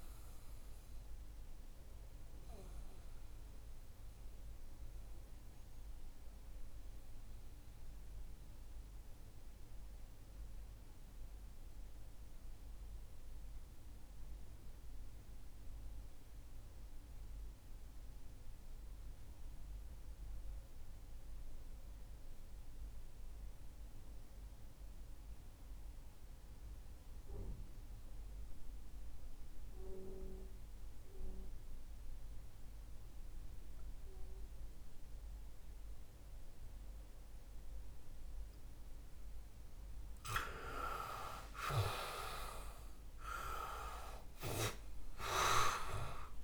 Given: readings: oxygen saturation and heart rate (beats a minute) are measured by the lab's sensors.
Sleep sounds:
breathing in sleep by a room microphone; 1
0.00-24.00 s: oxygen desaturation (device-marked, oxygen 84% lowest, heart rate 58 extreme)
0.50-38.50 s: mixed apnea (oxygen 98% before, 84% lowest, heart rate 66 before, 58 extreme, up 10 after)
7.00-46.44 s: new sleep stage, REM sleep
40.00-44.00 s: arousal
From the record:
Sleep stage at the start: N2 (light sleep); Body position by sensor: on the back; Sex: male

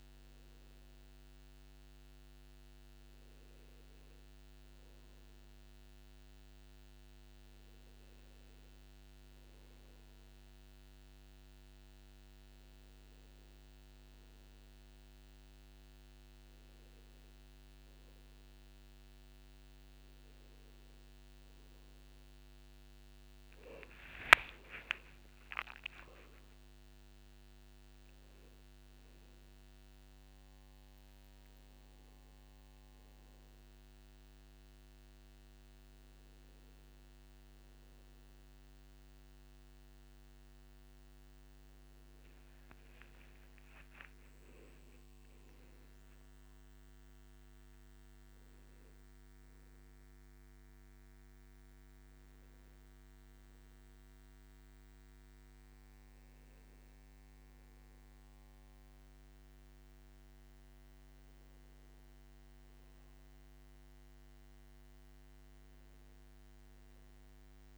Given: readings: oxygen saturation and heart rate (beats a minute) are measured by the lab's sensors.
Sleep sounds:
breathing in sleep, hard to hear, by a microphone on the trachea; none
25.00-27.00 s: long interval between heartbeats (device-marked, heart rate 59 before, 69 extreme)
25.00-29.00 s: arousal
From the record:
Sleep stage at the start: N2 (light sleep); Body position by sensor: on the back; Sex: male

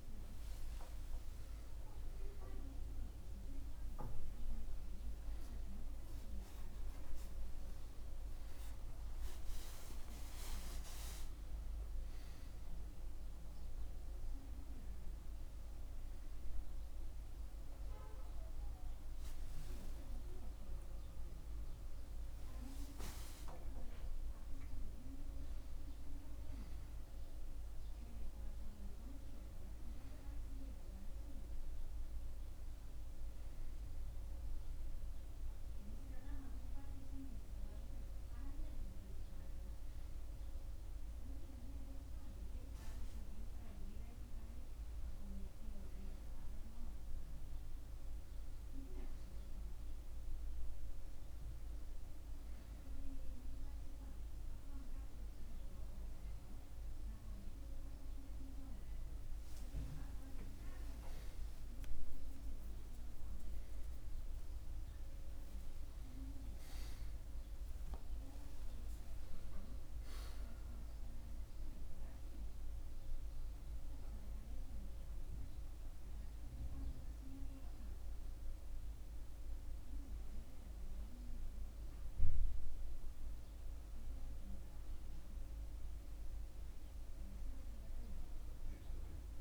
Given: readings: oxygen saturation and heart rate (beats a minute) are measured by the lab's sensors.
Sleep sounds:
a person awake in a sleep study, by a room microphone; none
none scored
From the record:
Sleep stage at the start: awake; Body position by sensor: on the back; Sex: male

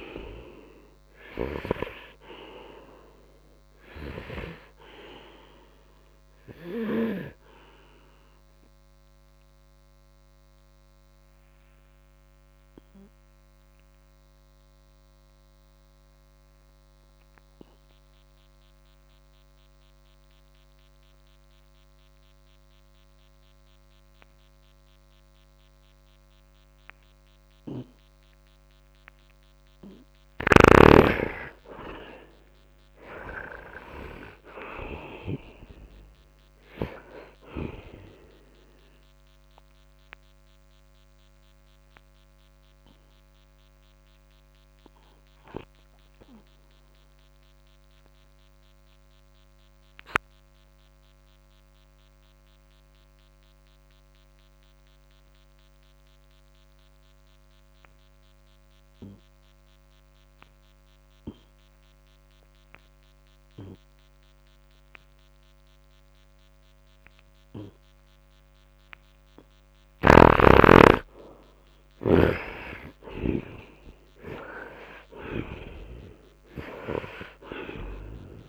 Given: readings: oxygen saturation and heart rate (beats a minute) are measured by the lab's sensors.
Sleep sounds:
breathing in sleep by a microphone on the trachea; 2
0.00-28.00 s: oxygen desaturation (device-marked, oxygen 97% before, 74% lowest, heart rate 61 before, 64 extreme)
6.50-29.00 s: obstructive apnea (oxygen 99% before, 74% lowest, heart rate 61 before, 64 extreme, up 2 after)
31.00-35.00 s: arousal
40.50-70.00 s: obstructive apnea (oxygen 99% before, 71% lowest, heart rate 68 before, 55 extreme, up 4 after)
41.00-64.00 s: oxygen desaturation (device-marked, oxygen 99% before, 82% lowest, heart rate 68 before, 55 extreme)
71.50-75.50 s: arousal
77.00-78.49 s: oxygen desaturation (device-marked, oxygen 97% before, 71% lowest, heart rate 60 before, 53 extreme)
From the record:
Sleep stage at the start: N2 (light sleep); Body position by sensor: on the right side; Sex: male

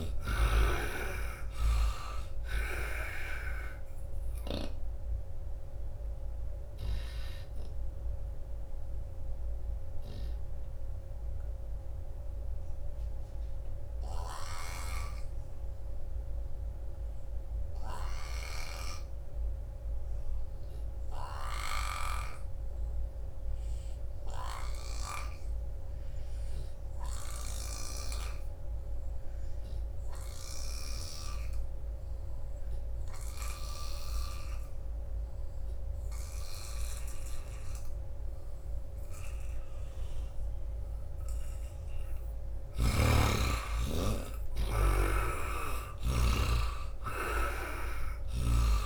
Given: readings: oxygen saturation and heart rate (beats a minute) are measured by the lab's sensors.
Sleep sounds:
breathing in sleep by a room microphone; 1
0.00-19.00 s: oxygen desaturation (device-marked, oxygen 75% lowest, heart rate 62 extreme)
0.50-4.50 s: snoring (device-marked)
6.00-40.50 s: obstructive apnea (oxygen 97% before, 74% lowest, heart rate 81 before, 62 extreme, up 24 after)
14.00-22.00 s: snoring (device-marked)
21.00-48.86 s: oxygen desaturation (device-marked, oxygen 99% before, 74% lowest, heart rate 88 before, 62 extreme)
24.00-33.50 s: snoring (device-marked)
42.00-46.50 s: arousal
45.00-48.86 s: snoring (device-marked)
From the record:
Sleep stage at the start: N2 (light sleep); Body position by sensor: on the right side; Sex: male

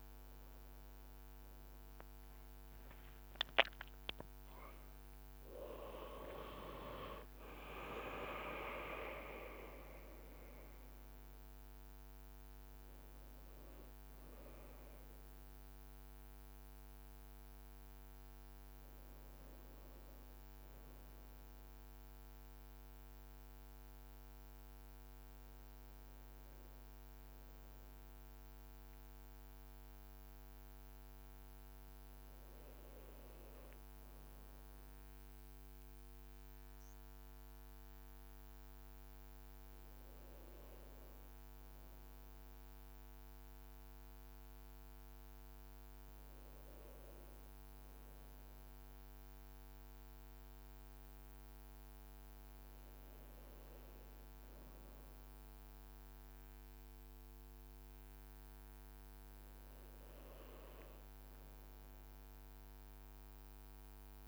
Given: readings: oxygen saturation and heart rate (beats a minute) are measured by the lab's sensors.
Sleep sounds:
breathing in sleep by a microphone on the trachea; none
4.50-9.00 s: arousal
4.50-10.50 s: leg movement (device-marked)
From the record:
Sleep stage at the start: N1 (lightest sleep); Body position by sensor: on the back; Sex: male

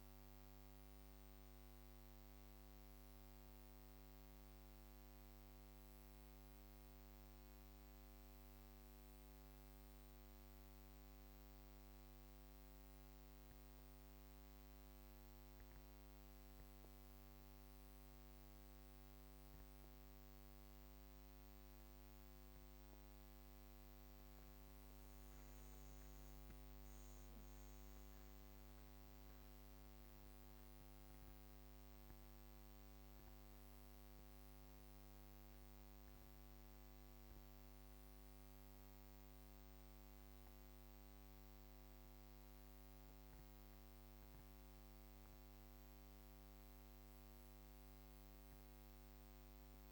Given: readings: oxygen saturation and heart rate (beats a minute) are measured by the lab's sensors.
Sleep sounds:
breathing in sleep, hard to hear, by a microphone on the trachea; none
none scored
From the record:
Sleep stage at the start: N2 (light sleep); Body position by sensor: on the back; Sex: female

